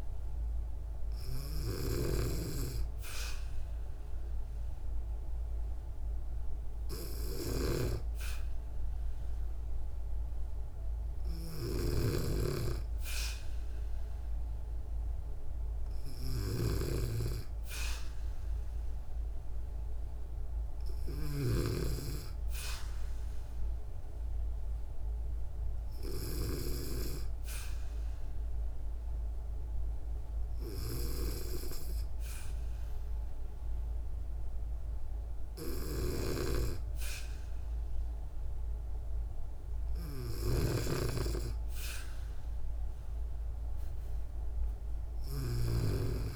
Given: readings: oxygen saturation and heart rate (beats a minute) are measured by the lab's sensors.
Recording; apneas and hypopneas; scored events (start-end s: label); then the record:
breathing in sleep by a room microphone; none
0.00-1.50 s: arousal
0.00-1.50 s: snoring (device-marked)
11.00-21.00 s: snoring (device-marked)
35.50-46.36 s: snoring (device-marked)
From the record:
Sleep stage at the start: N2 (light sleep); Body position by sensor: on the back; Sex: female